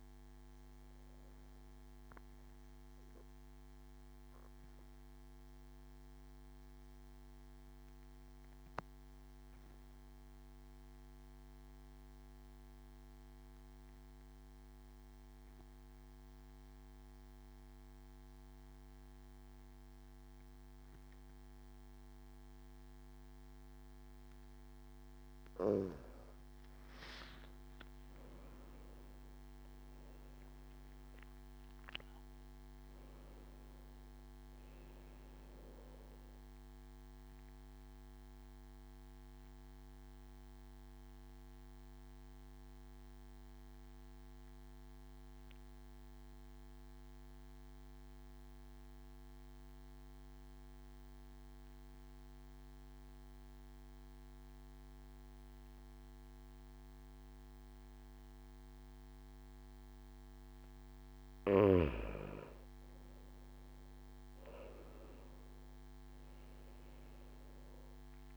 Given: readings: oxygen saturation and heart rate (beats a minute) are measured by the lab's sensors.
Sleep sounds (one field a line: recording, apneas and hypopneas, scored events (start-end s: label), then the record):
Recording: breathing in sleep, hard to hear, by a microphone on the trachea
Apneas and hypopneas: 2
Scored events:
0.00-20.00 s: oxygen desaturation (device-marked, oxygen 93% lowest)
5.50-24.50 s: obstructive apnea (oxygen 98% before, 93% lowest)
27.00-30.00 s: arousal
38.00-59.50 s: obstructive apnea (oxygen 98% before, 94% lowest)
61.50-66.50 s: arousal
From the record:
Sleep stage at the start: N2 (light sleep)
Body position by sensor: on the back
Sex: male